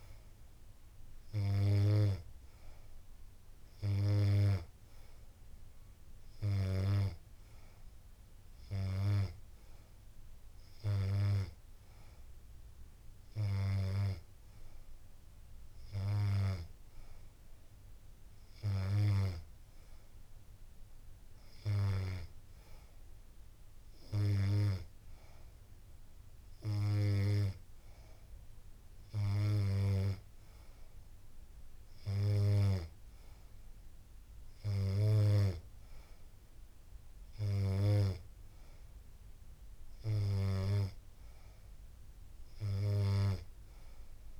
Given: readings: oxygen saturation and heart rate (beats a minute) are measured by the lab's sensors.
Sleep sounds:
breathing in sleep by a room microphone; none
none scored
From the record:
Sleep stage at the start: N2 (light sleep); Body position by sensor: on the back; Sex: female

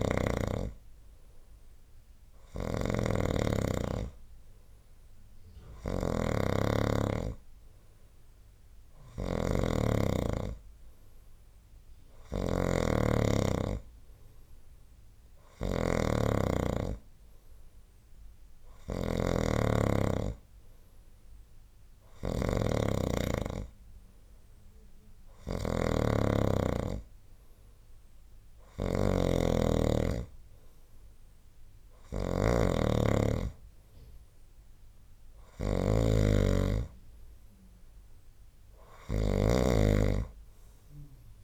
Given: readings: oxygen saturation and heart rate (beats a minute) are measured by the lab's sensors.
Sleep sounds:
breathing in sleep by a room microphone; none
0.00-41.44 s: snoring (device-marked)
From the record:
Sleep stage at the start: N2 (light sleep); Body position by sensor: on the right side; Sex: male

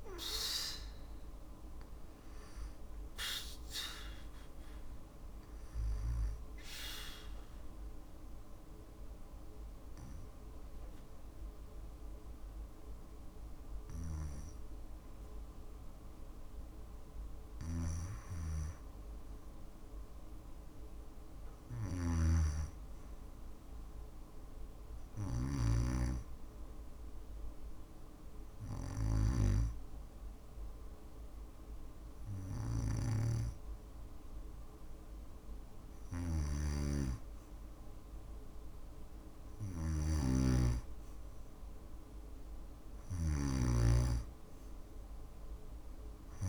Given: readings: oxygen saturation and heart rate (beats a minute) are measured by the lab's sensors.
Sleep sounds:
breathing in sleep by a room microphone; 1
4.00-14.00 s: oxygen desaturation (device-marked, oxygen 96% before, 92% lowest, heart rate 58 before, 58 extreme)
5.50-16.00 s: obstructive apnea (oxygen 96% before, 91% lowest, heart rate 58 before, 58 extreme, up 2 after)
18.50-21.50 s: arousal
21.00-25.00 s: snoring (device-marked)
35.50-46.49 s: snoring (device-marked)
From the record:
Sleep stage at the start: N2 (light sleep); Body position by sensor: on the back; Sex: female

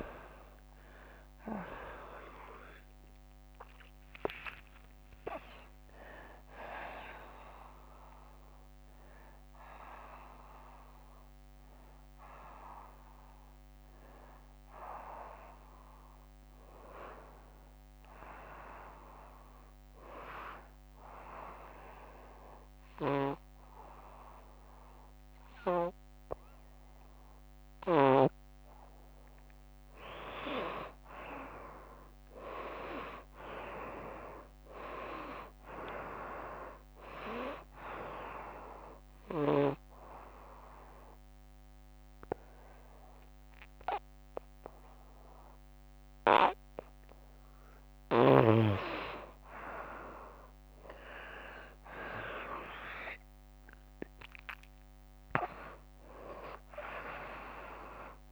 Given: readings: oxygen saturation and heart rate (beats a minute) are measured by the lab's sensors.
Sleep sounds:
breathing in sleep by a microphone on the trachea; 2
0.00-3.50 s: arousal
0.00-12.50 s: oxygen desaturation (device-marked, oxygen 88% lowest, heart rate 75 extreme)
14.50-24.50 s: oxygen desaturation (device-marked, oxygen 92% before, 88% lowest, heart rate 87 before, 75 extreme)
20.50-30.50 s: obstructive apnea (oxygen 95% before, 88% lowest, heart rate 95 before, 75 extreme, up 10 after)
21.50-58.32 s: new sleep stage, N2 (light sleep)
32.50-35.50 s: arousal
38.00-48.00 s: obstructive apnea (oxygen 99% before, 88% lowest, heart rate 83 before, 82 extreme, up 4 after)
39.50-47.50 s: oxygen desaturation (device-marked, oxygen 97% before, 88% lowest, heart rate 82 before, 82 extreme)
51.50-55.00 s: arousal
From the record:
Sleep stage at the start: N1 (lightest sleep); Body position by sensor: on the front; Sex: female

